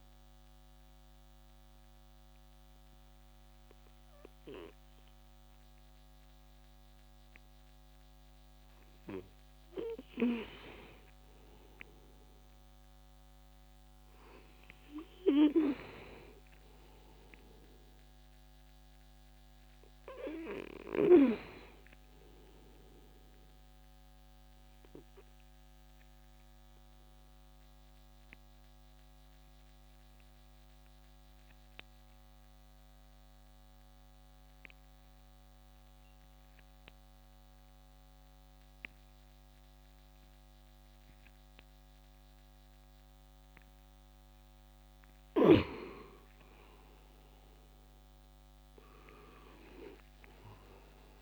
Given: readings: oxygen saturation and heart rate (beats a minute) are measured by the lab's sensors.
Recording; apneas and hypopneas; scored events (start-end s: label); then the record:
breathing in sleep by a microphone on the trachea; 2
0.50-11.50 s: hypopnea (oxygen 99% before, 92% lowest, heart rate 75 before, 63 extreme, up 3 after)
14.50-19.00 s: arousal
28.50-44.50 s: obstructive apnea (oxygen 99% before, 92% lowest, heart rate 66 before, 51 extreme, up 14 after)
46.50-51.00 s: arousal
From the record:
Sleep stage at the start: N2 (light sleep); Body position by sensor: on the back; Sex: male